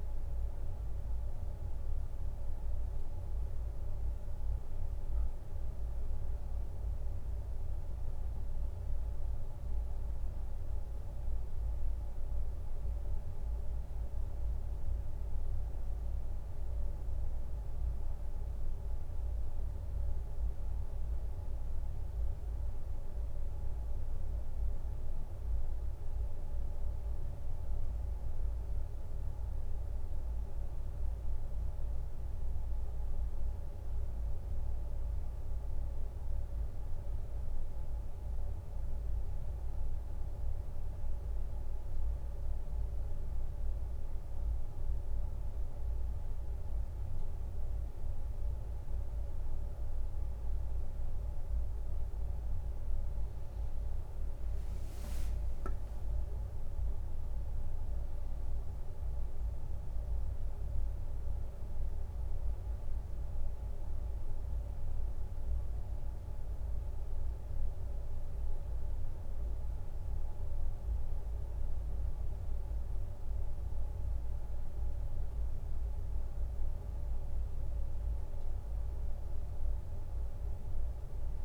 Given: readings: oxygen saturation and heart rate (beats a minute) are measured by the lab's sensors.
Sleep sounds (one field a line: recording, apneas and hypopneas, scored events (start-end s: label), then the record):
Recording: a person awake in a sleep study, hard to hear, by a room microphone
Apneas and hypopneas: none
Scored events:
none scored
From the record:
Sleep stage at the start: awake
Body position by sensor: on the right side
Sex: male